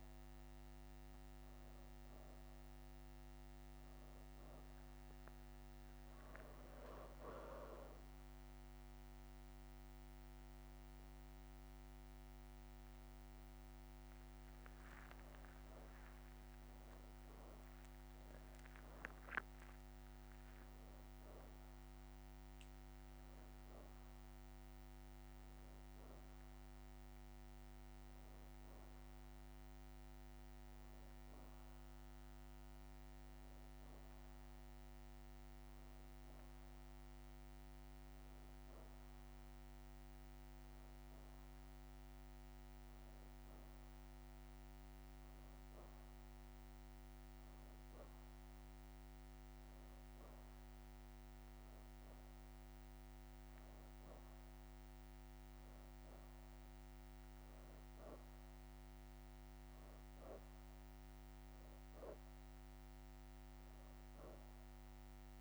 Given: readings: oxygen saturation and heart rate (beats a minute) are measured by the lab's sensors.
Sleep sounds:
breathing in sleep, hard to hear, by a microphone on the trachea; none
6.50-9.00 s: leg movement (device-marked)
10.00-10.50 s: leg movement (device-marked)
11.50-16.00 s: arousal
24.00-25.50 s: leg movement (device-marked)
33.50-36.50 s: leg movement (device-marked)
51.50-65.41 s: oxygen desaturation (device-marked, oxygen 94% before, 90% lowest, heart rate 85 before, 85 extreme)
From the record:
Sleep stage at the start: N2 (light sleep); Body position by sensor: on the back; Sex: female

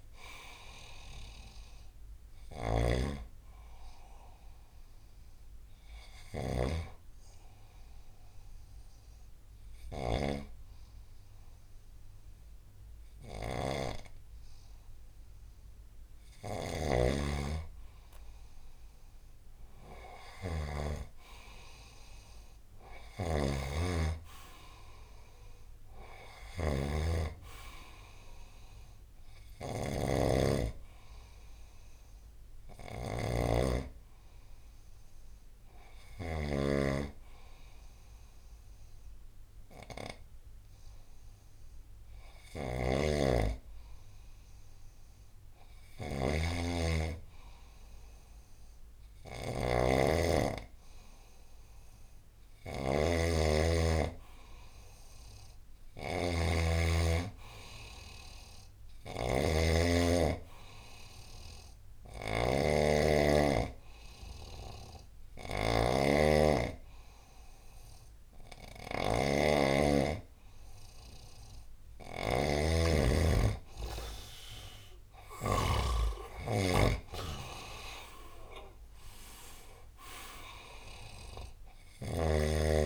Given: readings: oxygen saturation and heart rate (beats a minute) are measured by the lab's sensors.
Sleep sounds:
breathing in sleep by a room microphone; 3
0.00-75.50 s: snoring (device-marked)
2.50-5.50 s: bradycardia (device-marked, heart rate 80 before, 61 extreme)
5.50-16.50 s: hypopnea (oxygen 98% before, 92% lowest, heart rate 80 before, 45 extreme, up 12 after)
6.50-12.50 s: bradycardia (device-marked, heart rate 80 before, 55 extreme)
18.00-22.50 s: arousal
19.50-33.50 s: bradycardia (device-marked, heart rate 80 before, 45 extreme)
27.50-42.50 s: oxygen desaturation (device-marked, oxygen 98% before, 93% lowest, heart rate 59 before, 45 extreme)
34.50-50.00 s: hypopnea (oxygen 98% before, 89% lowest, heart rate 56 before, 81 extreme, up 7 after)
51.50-55.50 s: arousal
55.50-71.50 s: oxygen desaturation (device-marked, oxygen 97% before, 92% lowest, heart rate 80 before, 74 extreme)
61.50-72.50 s: hypopnea (oxygen 97% before, 89% lowest, heart rate 86 before, 74 extreme, up 11 after)
75.00-79.50 s: arousal
79.50-82.86 s: oxygen desaturation (device-marked, oxygen 93% before, 89% lowest, heart rate 88 before, 72 extreme)
81.50-82.86 s: snoring (device-marked)
From the record:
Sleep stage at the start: N2 (light sleep); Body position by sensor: on the right side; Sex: male

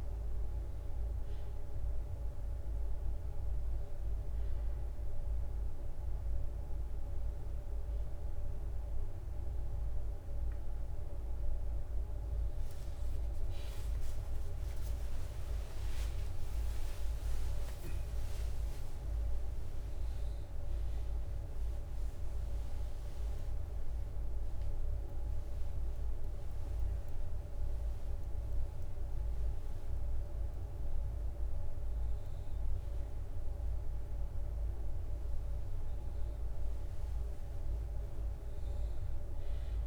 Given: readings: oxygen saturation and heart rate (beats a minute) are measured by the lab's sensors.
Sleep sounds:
a person awake in a sleep study, hard to hear, by a room microphone; none
4.00-39.86 s: new sleep stage, awake
14.50-16.50 s: long interval between heartbeats (device-marked, heart rate 62 before, 75 extreme)
21.00-38.00 s: drop in pulse transit time (device-marked, heart rate 73 before, 64 extreme)
23.50-25.50 s: long interval between heartbeats (device-marked, heart rate 75 before, 90 extreme)
From the record:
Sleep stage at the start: N2 (light sleep); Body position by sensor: on the back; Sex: male

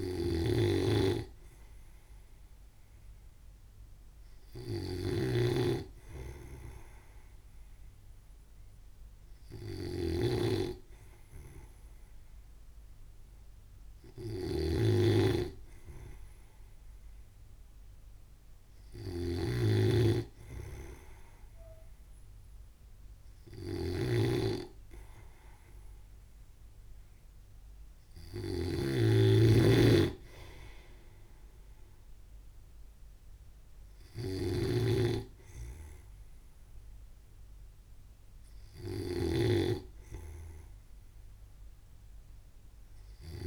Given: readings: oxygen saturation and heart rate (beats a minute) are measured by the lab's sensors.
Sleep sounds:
breathing in sleep by a room microphone; none
0.00-43.47 s: snoring (device-marked)
From the record:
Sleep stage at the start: N2 (light sleep); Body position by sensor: on the right side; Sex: male

